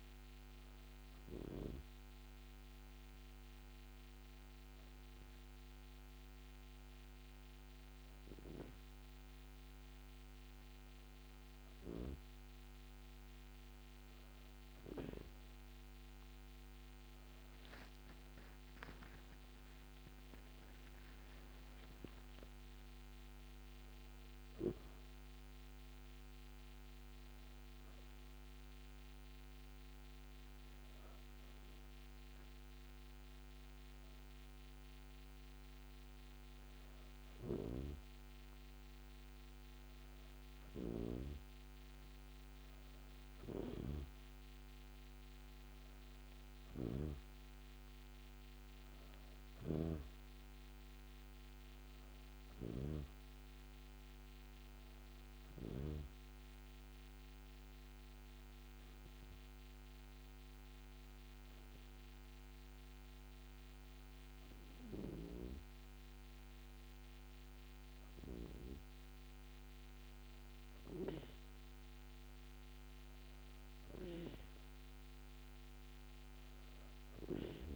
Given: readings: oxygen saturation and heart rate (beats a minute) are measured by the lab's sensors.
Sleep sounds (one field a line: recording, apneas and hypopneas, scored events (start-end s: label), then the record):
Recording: breathing in sleep by a microphone on the trachea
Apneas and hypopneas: 2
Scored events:
0.00-4.00 s: oxygen desaturation (device-marked, oxygen 93% lowest, heart rate 85 extreme)
1.50-11.50 s: hypopnea (oxygen 99% before, 95% lowest, heart rate 98 before, 72 extreme)
18.00-23.00 s: arousal
27.00-37.50 s: hypopnea (oxygen 98% before, 95% lowest, heart rate 100 before, 72 extreme, up 21 after)
39.00-43.50 s: arousal
From the record:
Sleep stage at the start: N2 (light sleep)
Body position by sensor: on the back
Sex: female